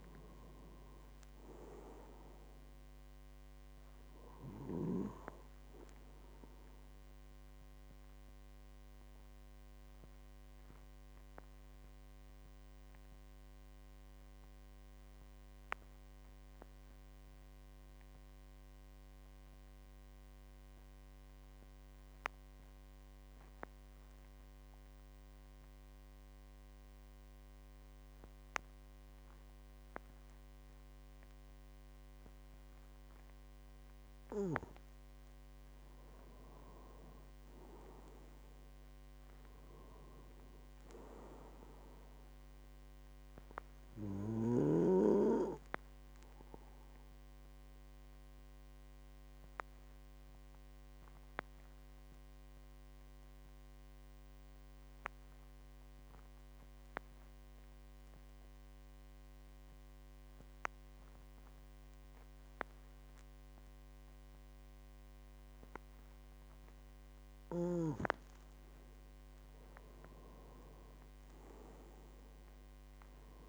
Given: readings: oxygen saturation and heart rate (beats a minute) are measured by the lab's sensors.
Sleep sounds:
breathing in sleep by a microphone on the trachea; 2
0.00-20.00 s: oxygen desaturation (device-marked, oxygen 90% lowest, heart rate 46 extreme)
8.50-34.00 s: obstructive apnea (oxygen 97% before, 90% lowest, heart rate 54 before, 46 extreme, up 9 after)
35.00-58.00 s: oxygen desaturation (device-marked, oxygen 99% before, 90% lowest, heart rate 49 before, 47 extreme)
36.00-39.50 s: arousal
45.00-66.50 s: obstructive apnea (oxygen 99% before, 90% lowest, heart rate 53 before, 47 extreme, up 12 after)
68.50-72.00 s: arousal
71.00-73.49 s: oxygen desaturation (device-marked, oxygen 99% before, 91% lowest, heart rate 50 before, 47 extreme)
From the record:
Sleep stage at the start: N2 (light sleep); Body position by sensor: on the back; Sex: male

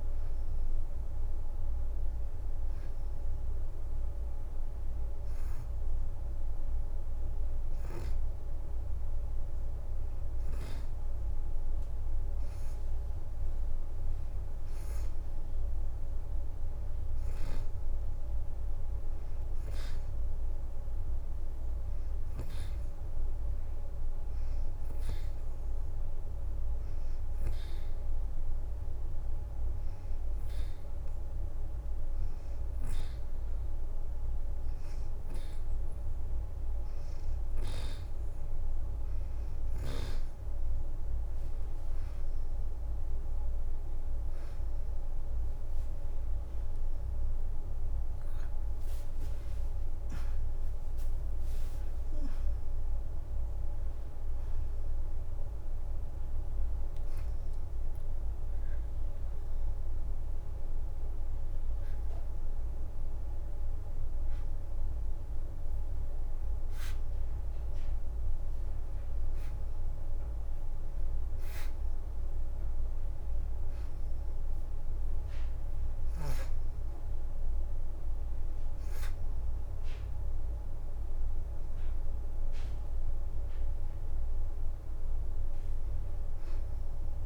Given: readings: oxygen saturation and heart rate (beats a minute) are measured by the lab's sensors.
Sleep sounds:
breathing in sleep, hard to hear, by a room microphone; 2
0.00-1.50 s: leg movement (device-marked)
0.00-14.00 s: oxygen desaturation (device-marked, oxygen 85% lowest, heart rate 85 extreme)
5.00-14.50 s: leg movement (device-marked)
20.00-27.00 s: leg movement (device-marked)
24.00-36.50 s: hypopnea (oxygen 93% before, 86% lowest, heart rate 86 before, 84 extreme, up 4 after)
30.00-32.50 s: leg movement (device-marked)
39.00-59.00 s: oxygen desaturation (device-marked, oxygen 90% before, 86% lowest, heart rate 86 before, 85 extreme)
39.50-43.50 s: arousal
41.50-42.50 s: leg movement (device-marked)
49.00-50.00 s: leg movement (device-marked)
50.00-56.00 s: leg movement (device-marked)
58.00-69.00 s: hypopnea (oxygen 90% before, 89% lowest, heart rate 98 before, 84 extreme, up 0 after)
60.50-61.50 s: leg movement (device-marked)
71.50-75.00 s: arousal
From the record:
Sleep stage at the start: N2 (light sleep); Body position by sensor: on the back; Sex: female

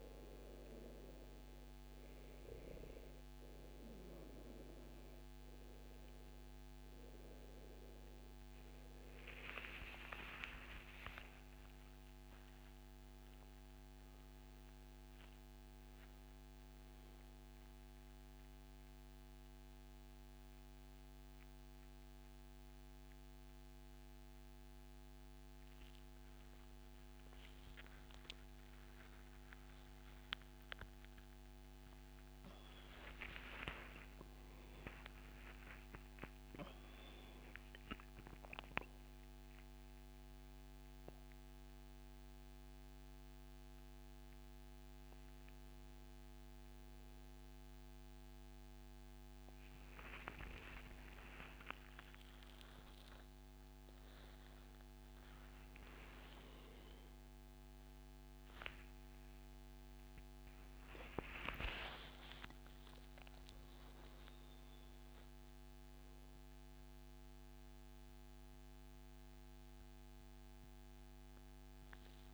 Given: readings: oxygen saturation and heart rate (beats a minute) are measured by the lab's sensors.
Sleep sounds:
a person awake in a sleep study, by a microphone on the trachea; none
20.00-72.34 s: new sleep stage, awake
21.00-27.00 s: oxygen desaturation (device-marked, oxygen 96% before, 92% lowest, heart rate 140 before, 141 extreme)
From the record:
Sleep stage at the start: N2 (light sleep); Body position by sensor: on the back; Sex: male

